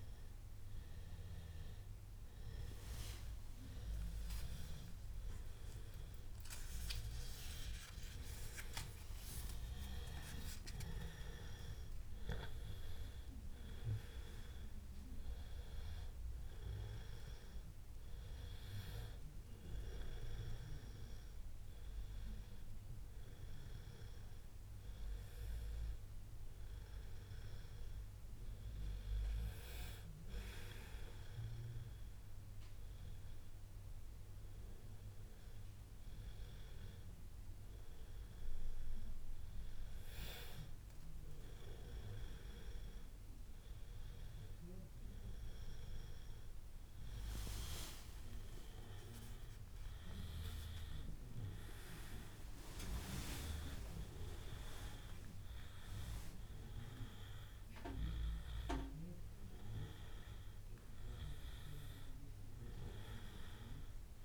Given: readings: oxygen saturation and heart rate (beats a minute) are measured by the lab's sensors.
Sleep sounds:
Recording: breathing in sleep by a room microphone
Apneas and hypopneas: none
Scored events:
3.00-8.50 s: arousal
From the record:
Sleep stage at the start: N1 (lightest sleep)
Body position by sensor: on the back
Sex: male

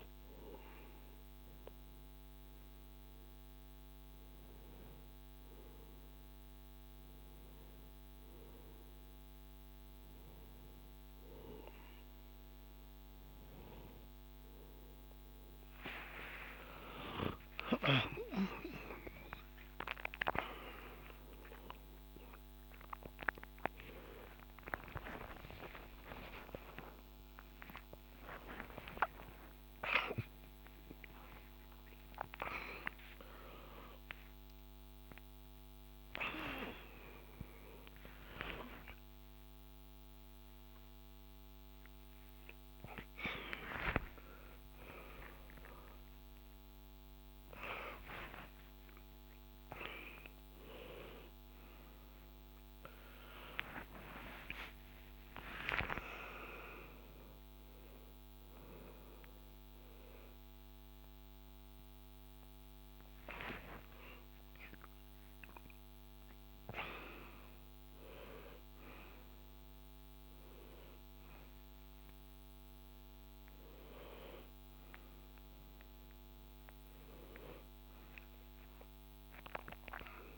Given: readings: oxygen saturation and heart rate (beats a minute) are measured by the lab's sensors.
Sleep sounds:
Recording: a person awake in a sleep study, by a microphone on the trachea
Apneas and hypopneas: none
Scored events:
25.50-80.38 s: new sleep stage, awake
26.50-30.50 s: tachycardia (device-marked)
31.50-33.50 s: tachycardia (device-marked)
41.50-47.50 s: tachycardia (device-marked)
From the record:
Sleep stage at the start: N2 (light sleep)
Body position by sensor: on the back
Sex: male

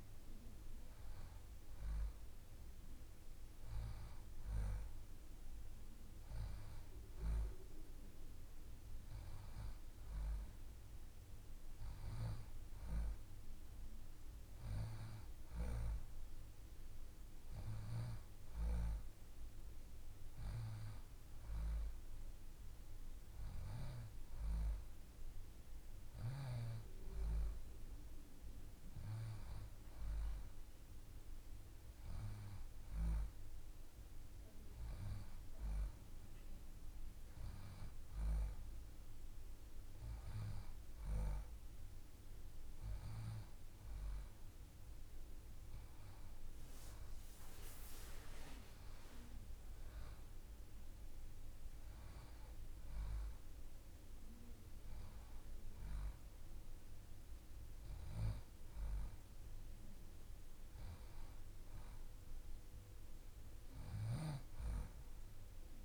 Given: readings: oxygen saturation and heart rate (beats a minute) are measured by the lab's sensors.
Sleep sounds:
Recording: breathing in sleep by a room microphone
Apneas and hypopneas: none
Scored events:
none scored
From the record:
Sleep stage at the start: N2 (light sleep)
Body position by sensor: on the left side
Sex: female

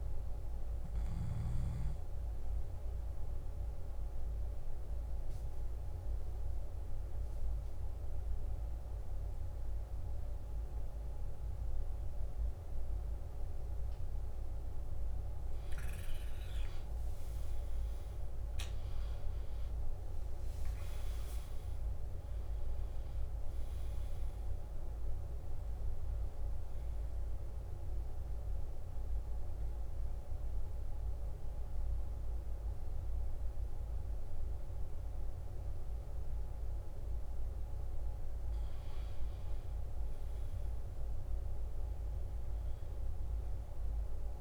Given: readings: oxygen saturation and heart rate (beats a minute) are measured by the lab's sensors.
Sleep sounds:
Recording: breathing in sleep, hard to hear, by a room microphone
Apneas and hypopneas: 1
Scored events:
0.00-11.00 s: oxygen desaturation (device-marked, oxygen 92% lowest, heart rate 58 extreme)
5.50-16.00 s: hypopnea (oxygen 97% before, 90% lowest, heart rate 62 before, 58 extreme, up 12 after)
17.50-20.50 s: arousal
23.00-43.00 s: oxygen desaturation (device-marked, oxygen 95% before, 90% lowest, heart rate 62 before, 58 extreme)
From the record:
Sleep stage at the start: N2 (light sleep)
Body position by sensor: on the back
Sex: male

